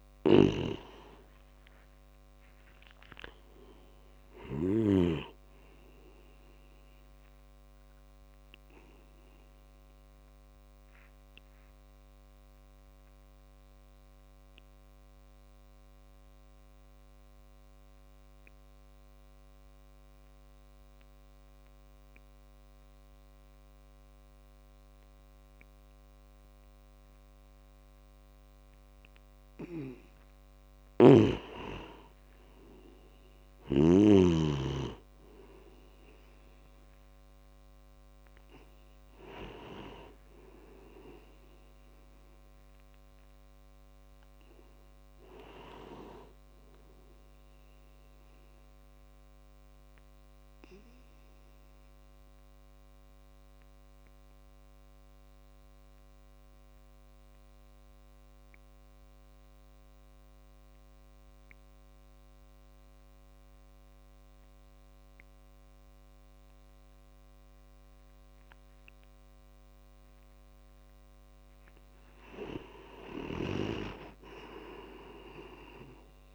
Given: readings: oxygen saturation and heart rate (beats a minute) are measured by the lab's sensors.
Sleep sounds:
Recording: breathing in sleep by a microphone on the trachea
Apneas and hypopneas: 2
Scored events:
0.00-3.50 s: arousal
0.00-5.00 s: snoring (device-marked)
4.50-26.50 s: oxygen desaturation (device-marked, oxygen 97% before, 90% lowest)
8.00-30.50 s: obstructive apnea (oxygen 97% before, 90% lowest)
31.00-35.00 s: arousal
35.50-62.50 s: oxygen desaturation (device-marked, oxygen 97% before, 90% lowest)
50.00-70.00 s: obstructive apnea (oxygen 97% before, 90% lowest)
72.50-76.34 s: tachycardia (device-marked, heart rate 36 before, 161 extreme)
73.00-76.34 s: arousal
73.00-76.34 s: snoring (device-marked)
From the record:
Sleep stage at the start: N2 (light sleep)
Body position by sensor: on the back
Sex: male

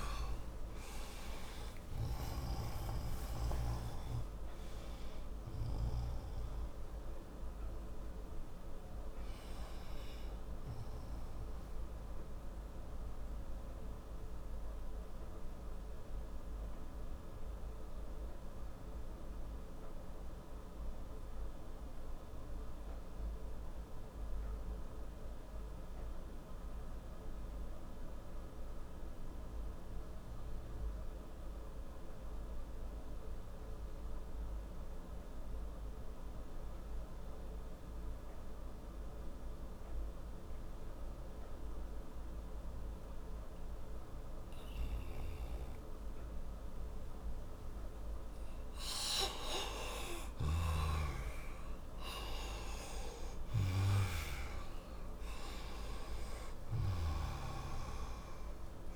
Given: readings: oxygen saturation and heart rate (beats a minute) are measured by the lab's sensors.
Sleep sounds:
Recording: breathing in sleep by a room microphone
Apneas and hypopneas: 1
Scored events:
2.50-26.50 s: oxygen desaturation (device-marked, oxygen 94% before, 87% lowest, heart rate 73 before, 57 extreme)
15.00-43.50 s: obstructive apnea (oxygen 95% before, 87% lowest, heart rate 59 before, 36 extreme, up 6 after)
40.50-58.95 s: oxygen desaturation (device-marked, oxygen 99% before, 89% lowest, heart rate 59 before, 36 extreme)
46.00-51.00 s: arousal
From the record:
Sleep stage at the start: N2 (light sleep)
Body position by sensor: on the right side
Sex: male

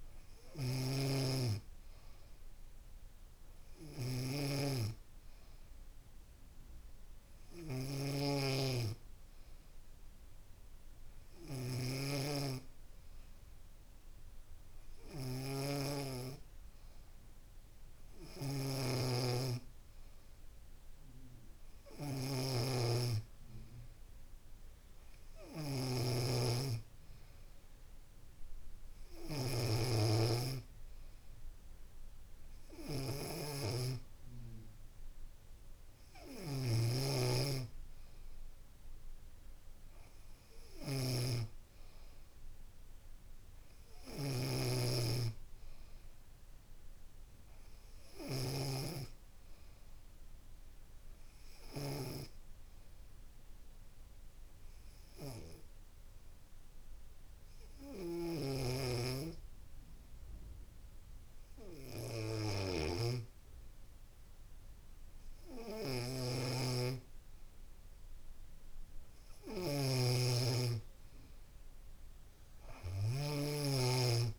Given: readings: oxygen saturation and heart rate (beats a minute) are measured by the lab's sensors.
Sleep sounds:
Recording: breathing in sleep by a room microphone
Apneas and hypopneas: 1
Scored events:
0.00-9.00 s: oxygen desaturation (device-marked, oxygen 93% lowest, heart rate 67 extreme)
53.00-66.50 s: hypopnea (oxygen 94% before, 93% lowest, heart rate 69 before, 63 extreme, up 7 after)
67.50-70.50 s: arousal
From the record:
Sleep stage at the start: N2 (light sleep)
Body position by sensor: on the back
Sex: female

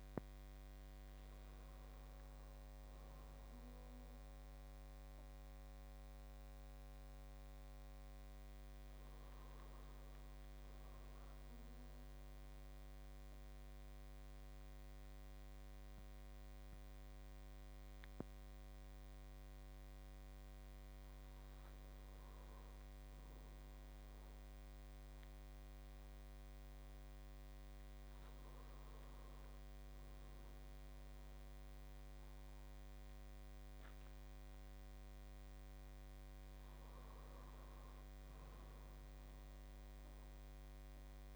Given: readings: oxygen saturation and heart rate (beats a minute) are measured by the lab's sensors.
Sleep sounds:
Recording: breathing in sleep, hard to hear, by a microphone on the trachea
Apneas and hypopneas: none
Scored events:
31.00-34.50 s: arousal
From the record:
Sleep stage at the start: N2 (light sleep)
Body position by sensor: on the back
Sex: male

